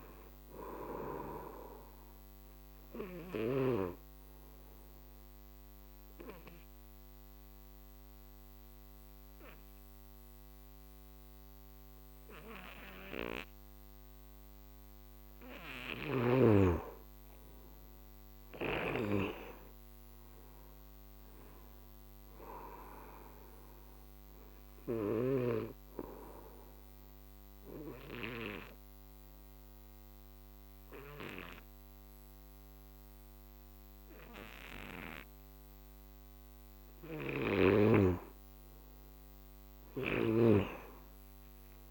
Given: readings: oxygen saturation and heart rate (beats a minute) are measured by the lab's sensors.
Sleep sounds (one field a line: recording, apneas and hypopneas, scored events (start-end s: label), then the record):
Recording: breathing in sleep by a microphone on the trachea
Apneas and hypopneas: 2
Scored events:
0.00-17.00 s: oxygen desaturation (device-marked, oxygen 88% lowest, heart rate 49 extreme)
2.00-15.00 s: obstructive apnea (oxygen 97% before, 88% lowest, heart rate 57 before, 49 extreme, up 20 after)
17.50-20.50 s: arousal
23.00-27.00 s: oxygen desaturation (device-marked, oxygen 97% before, 93% lowest, heart rate 56 before, 51 extreme)
23.50-37.50 s: obstructive apnea (oxygen 97% before, 88% lowest, heart rate 56 before, 51 extreme, up 24 after)
31.00-40.00 s: oxygen desaturation (device-marked, oxygen 97% before, 89% lowest, heart rate 57 before, 53 extreme)
37.00-40.50 s: snoring (device-marked)
From the record:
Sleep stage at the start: N2 (light sleep)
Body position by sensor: on the back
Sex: male